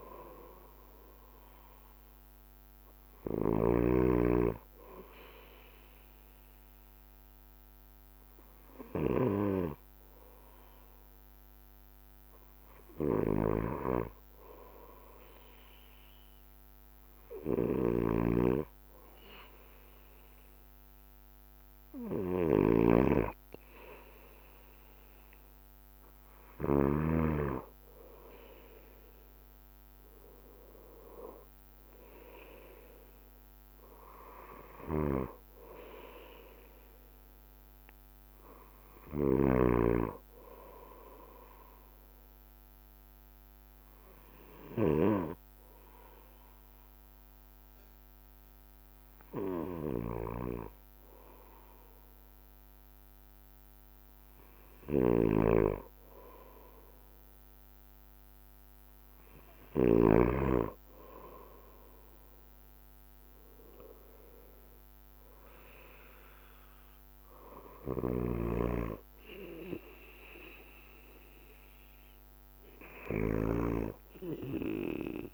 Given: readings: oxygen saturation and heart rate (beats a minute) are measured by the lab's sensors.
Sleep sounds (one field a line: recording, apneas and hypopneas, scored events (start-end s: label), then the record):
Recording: breathing in sleep by a microphone on the trachea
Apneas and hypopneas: 1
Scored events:
0.00-4.50 s: snoring (device-marked)
0.00-75.34 s: bradycardia (device-marked)
1.00-11.00 s: drop in pulse transit time (device-marked, heart rate 51 before, 45 extreme)
10.00-12.00 s: long interval between heartbeats (device-marked, heart rate 52 before, 54 extreme)
18.00-27.50 s: snoring (device-marked)
19.00-21.00 s: long interval between heartbeats (device-marked, heart rate 52 before, 54 extreme)
24.00-35.00 s: drop in pulse transit time (device-marked, heart rate 53 before, 45 extreme)
32.50-37.00 s: arousal
40.50-54.00 s: hypopnea (oxygen 92% before, 89% lowest, heart rate 49 before, 37 extreme, up 10 after)
41.00-43.00 s: long interval between heartbeats (device-marked, heart rate 49 before, 52 extreme)
57.00-60.50 s: arousal
61.00-63.00 s: long interval between heartbeats (device-marked, heart rate 50 before, 54 extreme)
64.50-66.50 s: long interval between heartbeats (device-marked, heart rate 50 before, 47 extreme)
From the record:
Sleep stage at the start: N2 (light sleep)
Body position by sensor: on the back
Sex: male